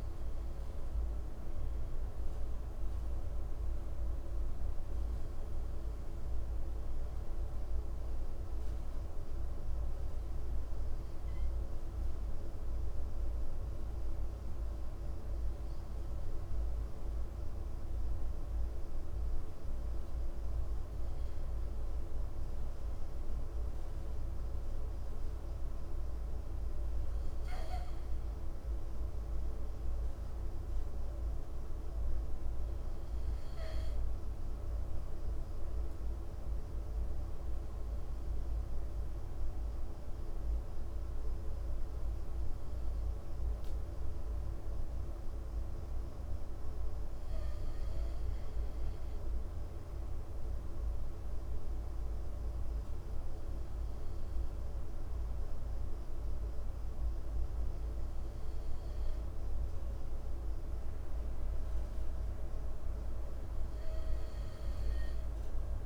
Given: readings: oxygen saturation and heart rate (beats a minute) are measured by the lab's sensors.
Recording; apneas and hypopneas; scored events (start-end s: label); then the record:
breathing in sleep, hard to hear, by a room microphone; none
none scored
From the record:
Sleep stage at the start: N2 (light sleep); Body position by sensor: on the right side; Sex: male